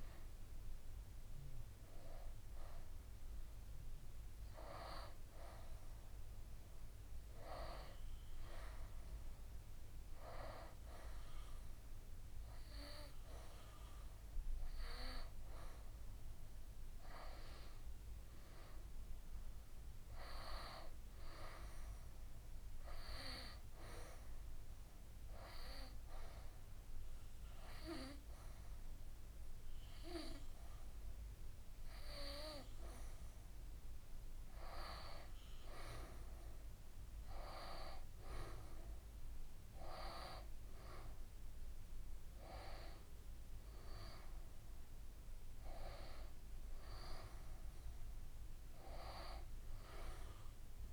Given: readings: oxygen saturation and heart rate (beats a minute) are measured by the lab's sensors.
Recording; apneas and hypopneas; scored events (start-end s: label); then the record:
breathing in sleep by a room microphone; 1
16.50-20.50 s: arousal
24.00-34.00 s: hypopnea (oxygen 93% before, 88% lowest, heart rate 75 before, 75 extreme, up 2 after)
36.50-41.00 s: arousal
From the record:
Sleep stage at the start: N2 (light sleep); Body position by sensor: on the right side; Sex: female